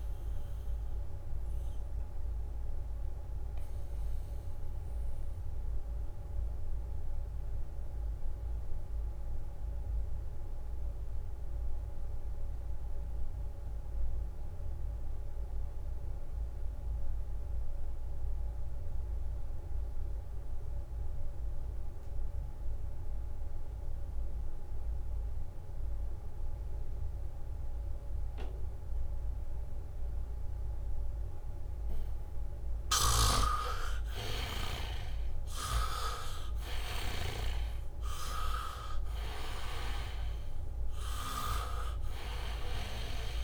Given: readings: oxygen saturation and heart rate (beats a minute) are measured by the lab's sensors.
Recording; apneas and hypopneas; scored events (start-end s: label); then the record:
breathing in sleep by a room microphone; 1
0.00-16.00 s: oxygen desaturation (device-marked, oxygen 77% lowest, heart rate 61 extreme)
0.50-31.00 s: obstructive apnea (oxygen 99% before, 75% lowest, heart rate 68 before, 61 extreme, up 3 after)
20.50-22.00 s: leg movement (device-marked)
21.00-43.44 s: oxygen desaturation (device-marked, oxygen 99% before, 75% lowest, heart rate 72 before, 58 extreme)
25.00-25.50 s: leg movement (device-marked)
34.50-39.50 s: arousal
From the record:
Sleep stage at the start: N2 (light sleep); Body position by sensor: on the back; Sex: male